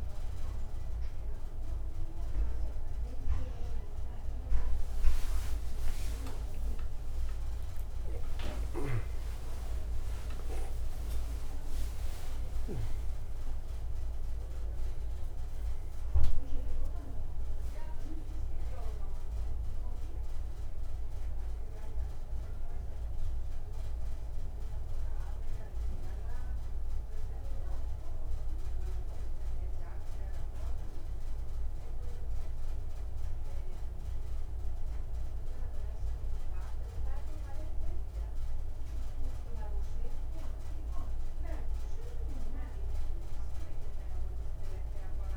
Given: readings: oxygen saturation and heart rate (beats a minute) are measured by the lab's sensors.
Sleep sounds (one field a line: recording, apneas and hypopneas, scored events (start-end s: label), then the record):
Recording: a person awake in a sleep study, by a room microphone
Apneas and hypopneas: none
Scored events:
0.00-22.50 s: oxygen desaturation (device-marked, oxygen 84% lowest, heart rate 64 extreme)
40.50-45.37 s: new sleep stage, N1 (lightest sleep)
From the record:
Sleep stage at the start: awake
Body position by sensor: on the back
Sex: male